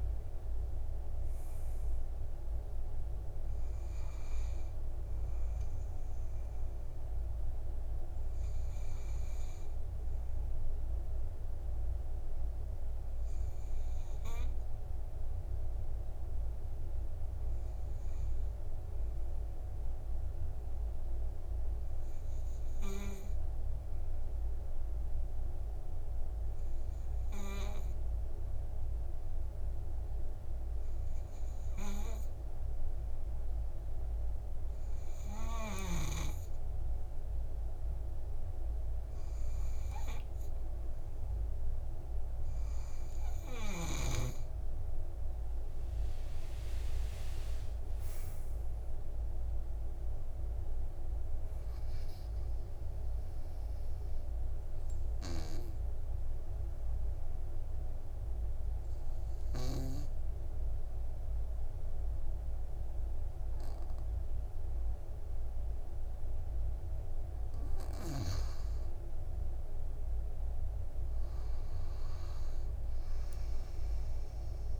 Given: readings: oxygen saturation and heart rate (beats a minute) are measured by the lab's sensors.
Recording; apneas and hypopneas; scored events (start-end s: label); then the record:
breathing in sleep by a room microphone; 2
0.00-24.00 s: oxygen desaturation (device-marked, oxygen 91% lowest, heart rate 52 extreme)
13.50-41.00 s: obstructive apnea (oxygen 96% before, 92% lowest, heart rate 61 before, 52 extreme, up 14 after)
45.50-50.00 s: arousal
47.00-61.00 s: oxygen desaturation (device-marked, oxygen 98% before, 94% lowest, heart rate 56 before, 52 extreme)
54.50-67.00 s: obstructive apnea (oxygen 99% before, 94% lowest, heart rate 61 before, 52 extreme, up 8 after)
67.50-71.50 s: arousal
From the record:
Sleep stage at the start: N2 (light sleep); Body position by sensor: on the back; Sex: male